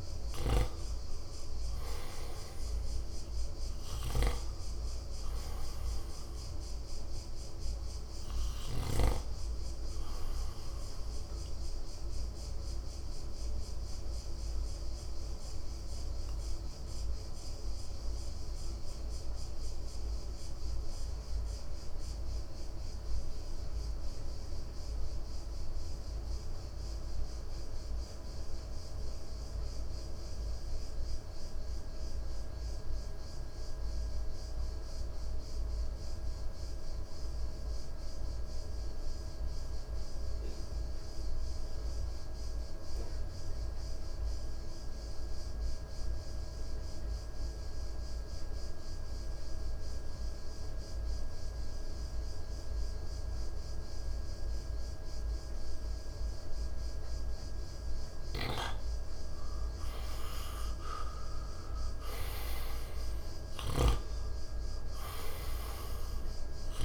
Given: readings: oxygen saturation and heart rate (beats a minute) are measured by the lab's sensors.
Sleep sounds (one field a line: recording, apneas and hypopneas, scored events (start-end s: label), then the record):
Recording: breathing in sleep by a room microphone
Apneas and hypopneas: 1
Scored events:
0.00-1.50 s: arousal
0.00-26.00 s: oxygen desaturation (device-marked, oxygen 88% lowest, heart rate 52 extreme)
12.00-58.00 s: mixed apnea (oxygen 97% before, 85% lowest, heart rate 61 before, 52 extreme, up 7 after)
39.00-66.85 s: oxygen desaturation (device-marked, oxygen 99% before, 85% lowest, heart rate 55 before, 55 extreme)
60.50-64.50 s: arousal
63.50-66.85 s: snoring (device-marked)
From the record:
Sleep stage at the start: N2 (light sleep)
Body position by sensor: on the right side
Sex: male